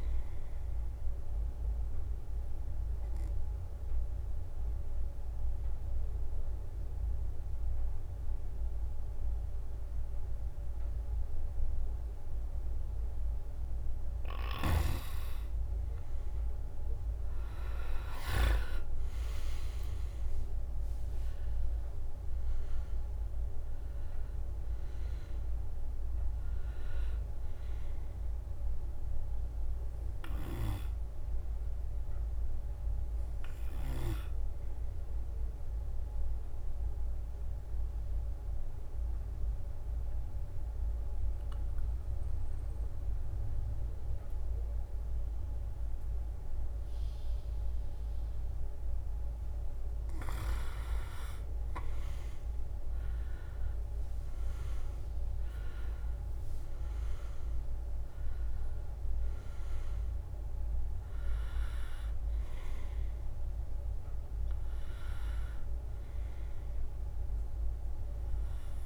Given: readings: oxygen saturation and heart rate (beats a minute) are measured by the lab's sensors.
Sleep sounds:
breathing in sleep by a room microphone; 2
2.50-14.00 s: obstructive apnea (oxygen 95% before, 93% lowest, heart rate 69 before, 62 extreme, up 8 after)
16.50-21.00 s: arousal
17.50-30.50 s: drop in pulse transit time (device-marked, heart rate 64 before, 67 extreme)
36.00-49.50 s: obstructive apnea (oxygen 96% before, 92% lowest, heart rate 69 before, 66 extreme, up 7 after)
51.50-55.50 s: arousal
51.50-63.50 s: drop in pulse transit time (device-marked, heart rate 67 before, 70 extreme)
54.50-68.86 s: oxygen desaturation (device-marked, oxygen 98% before, 93% lowest, heart rate 68 before, 65 extreme)
From the record:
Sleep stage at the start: N2 (light sleep); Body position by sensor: on the right side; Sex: male

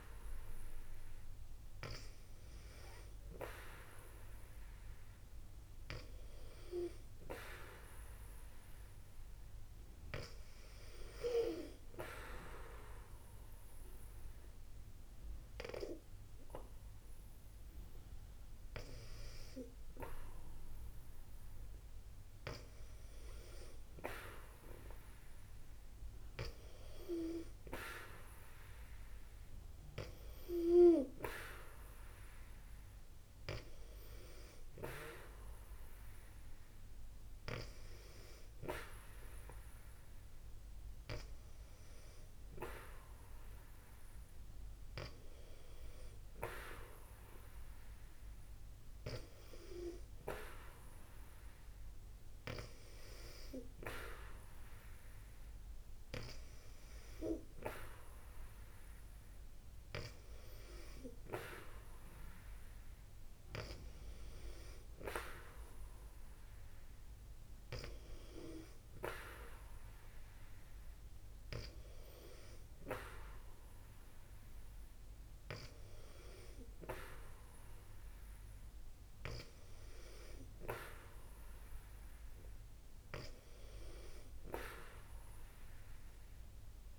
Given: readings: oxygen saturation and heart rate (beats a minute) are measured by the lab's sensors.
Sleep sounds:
breathing in sleep by a room microphone; none
none scored
From the record:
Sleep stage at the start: N2 (light sleep); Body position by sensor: on the back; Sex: female

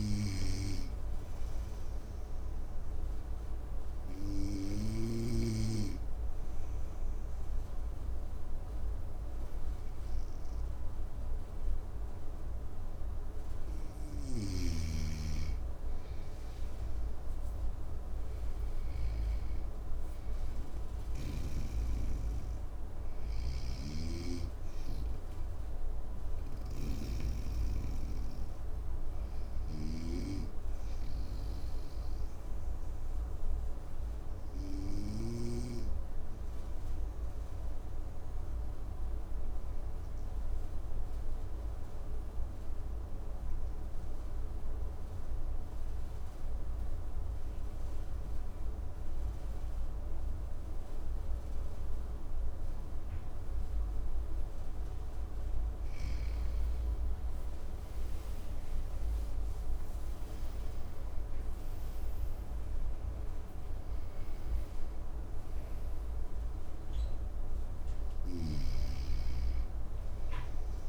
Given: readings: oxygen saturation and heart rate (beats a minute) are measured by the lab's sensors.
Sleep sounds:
breathing in sleep by a room microphone; 2
0.00-5.00 s: snoring (device-marked)
2.50-13.50 s: obstructive apnea (oxygen 99% before, 94% lowest, heart rate 56 before, 55 extreme, up 7 after)
15.50-20.00 s: arousal
23.00-29.50 s: snoring (device-marked)
31.00-54.50 s: obstructive apnea (oxygen 98% before, 93% lowest, heart rate 59 before, 54 extreme, up 14 after)
56.50-60.50 s: arousal
58.00-70.89 s: oxygen desaturation (device-marked, oxygen 98% before, 93% lowest, heart rate 56 before, 54 extreme)
67.50-70.89 s: snoring (device-marked)
From the record:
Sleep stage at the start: N2 (light sleep); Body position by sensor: on the right side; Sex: male

